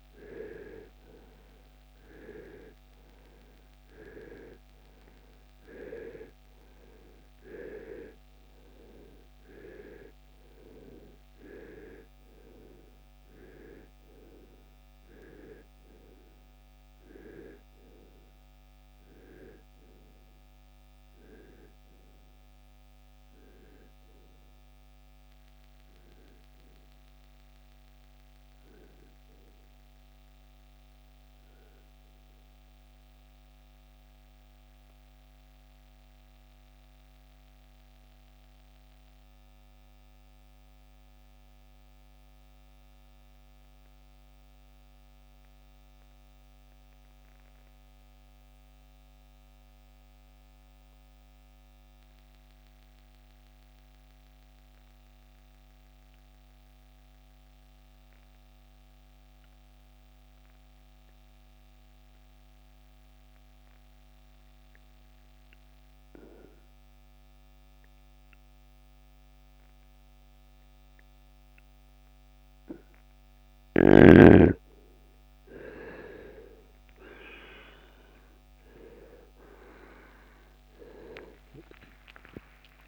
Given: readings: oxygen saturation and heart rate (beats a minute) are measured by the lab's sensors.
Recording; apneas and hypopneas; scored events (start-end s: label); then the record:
breathing in sleep by a microphone on the trachea; 1
0.00-4.00 s: arousal
31.00-73.00 s: mixed apnea (oxygen 96% before, 82% lowest, heart rate 78 before, 40 extreme, up 20 after)
40.00-52.00 s: oxygen desaturation (device-marked, oxygen 94% before, 89% lowest, heart rate 75 before, 40 extreme)
50.00-82.88 s: new sleep stage, N2 (light sleep)
74.00-78.50 s: arousal
76.00-82.88 s: oxygen desaturation (device-marked, oxygen 97% before, 94% lowest, heart rate 51 before, 63 extreme)
From the record:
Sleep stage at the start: REM sleep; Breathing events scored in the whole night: 201 in 3.8 hours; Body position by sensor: on the right side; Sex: male